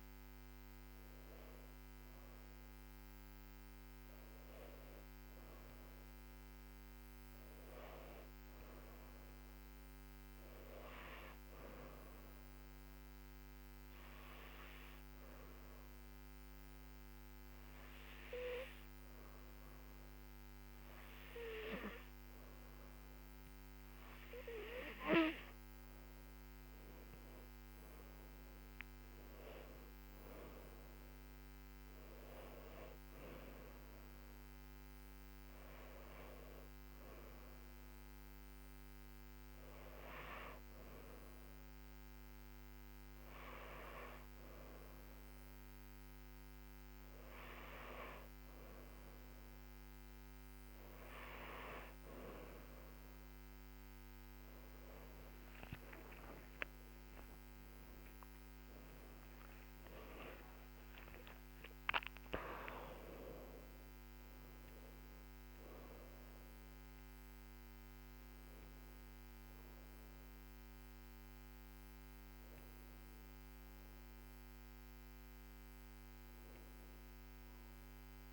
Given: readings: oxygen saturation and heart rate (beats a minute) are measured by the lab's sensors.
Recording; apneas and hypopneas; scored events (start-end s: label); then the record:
breathing in sleep by a microphone on the trachea; 1
13.00-25.50 s: obstructive apnea (oxygen 97% before, 92% lowest, heart rate 75 before, 74 extreme, up 7 after)
31.50-49.50 s: oxygen desaturation (device-marked, oxygen 95% before, 92% lowest, heart rate 77 before, 74 extreme)
55.50-61.00 s: arousal
58.50-78.33 s: new sleep stage, N1 (lightest sleep)
From the record:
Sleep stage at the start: N2 (light sleep); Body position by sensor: on the back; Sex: female